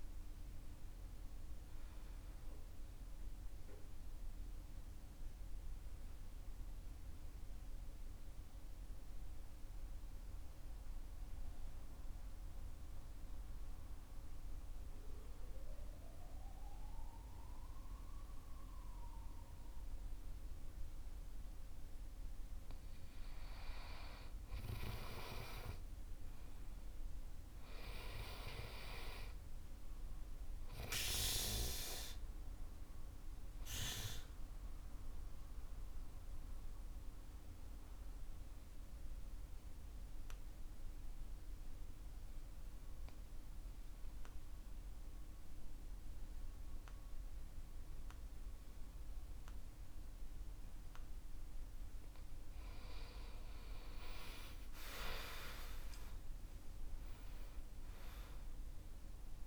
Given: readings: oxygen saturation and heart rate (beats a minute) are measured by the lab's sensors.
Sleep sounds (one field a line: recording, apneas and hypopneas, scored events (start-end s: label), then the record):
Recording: breathing in sleep by a room microphone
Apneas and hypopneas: 2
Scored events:
0.00-3.50 s: arousal
7.00-21.50 s: central apnea (oxygen 97% before, 92% lowest, heart rate 55 before, 46 extreme, up 17 after)
22.50-30.50 s: oxygen desaturation (device-marked, oxygen 97% before, 92% lowest, heart rate 50 before, 48 extreme)
24.50-28.50 s: arousal
32.50-42.50 s: oxygen desaturation (device-marked, oxygen 98% before, 95% lowest, heart rate 52 before, 48 extreme)
34.50-52.00 s: central apnea (oxygen 98% before, 92% lowest, heart rate 53 before, 45 extreme, up 31 after)
51.50-57.50 s: oxygen desaturation (device-marked, oxygen 96% before, 92% lowest, heart rate 51 before, 45 extreme)
54.50-59.47 s: arousal
From the record:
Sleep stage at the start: N2 (light sleep)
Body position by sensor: on the back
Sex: male